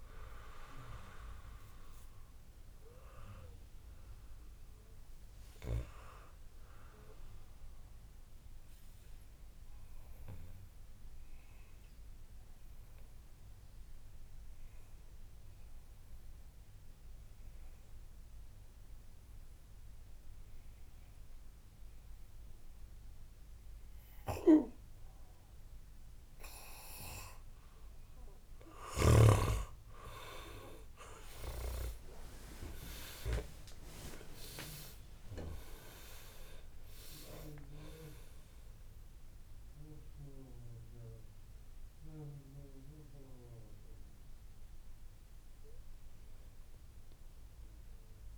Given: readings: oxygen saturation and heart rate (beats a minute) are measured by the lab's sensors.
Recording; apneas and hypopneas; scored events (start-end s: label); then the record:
breathing in sleep by a room microphone; 1
8.00-26.50 s: obstructive apnea (oxygen 95% before, 90% lowest, heart rate 70 before, 62 extreme, up 27 after)
29.00-32.00 s: arousal
31.50-37.50 s: tachycardia (device-marked, heart rate 67 before, 111 extreme)
33.50-48.38 s: oxygen desaturation (device-marked, oxygen 99% before, 90% lowest, heart rate 65 before, 58 extreme)
From the record:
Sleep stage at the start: N2 (light sleep); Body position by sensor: on the back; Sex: male